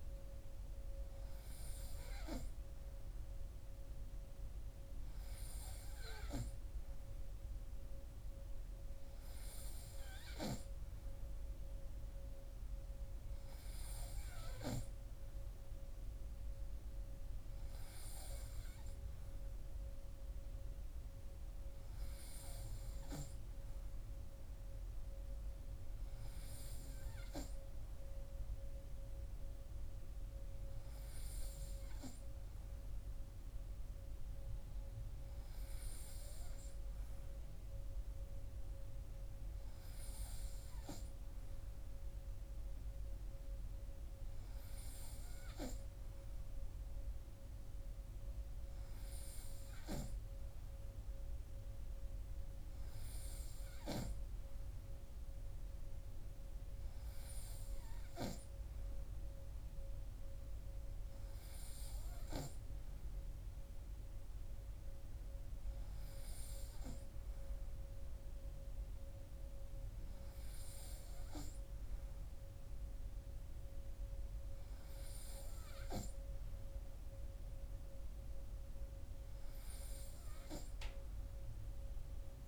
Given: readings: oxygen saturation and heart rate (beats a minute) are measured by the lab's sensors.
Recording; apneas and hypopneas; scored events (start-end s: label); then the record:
breathing in sleep by a room microphone; none
none scored
From the record:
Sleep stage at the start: N3 (deep sleep); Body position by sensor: on the right side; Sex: male